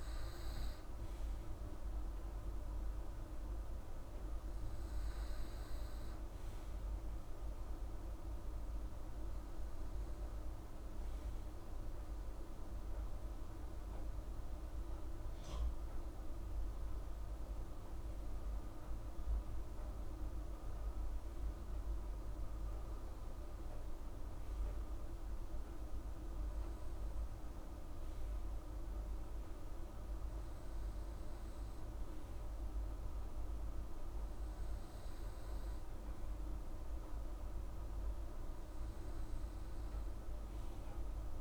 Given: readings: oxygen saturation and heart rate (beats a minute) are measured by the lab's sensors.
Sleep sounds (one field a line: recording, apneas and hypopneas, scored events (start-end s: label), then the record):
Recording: breathing in sleep, hard to hear, by a room microphone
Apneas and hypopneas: none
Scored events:
none scored
From the record:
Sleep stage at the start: N2 (light sleep)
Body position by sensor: on the right side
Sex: female